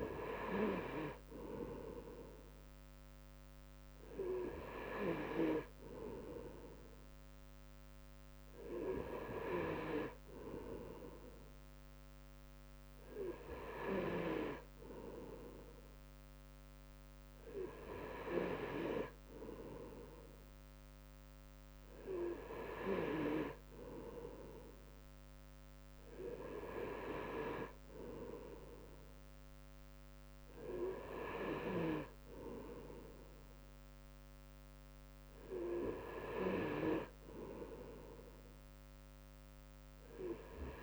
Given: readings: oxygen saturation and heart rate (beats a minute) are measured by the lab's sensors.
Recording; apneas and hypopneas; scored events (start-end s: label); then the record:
breathing in sleep by a microphone on the trachea; none
14.00-40.83 s: new sleep stage, N3 (deep sleep)
From the record:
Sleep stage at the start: N2 (light sleep); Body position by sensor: on the right side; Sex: male